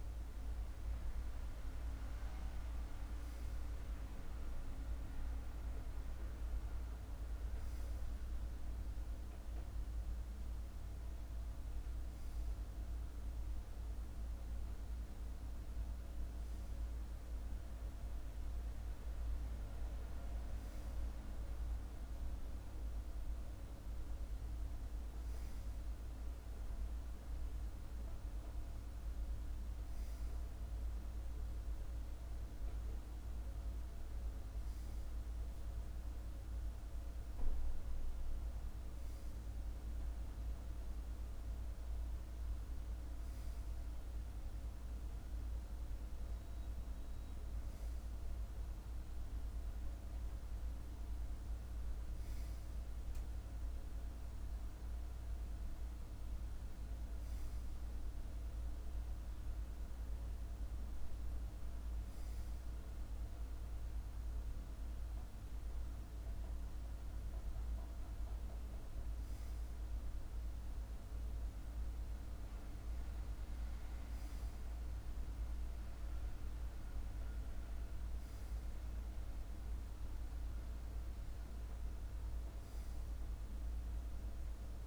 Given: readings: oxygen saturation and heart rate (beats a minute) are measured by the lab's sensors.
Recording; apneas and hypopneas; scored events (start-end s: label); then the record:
breathing in sleep, hard to hear, by a room microphone; none
none scored
From the record:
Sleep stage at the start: N2 (light sleep); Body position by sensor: on the left side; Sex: male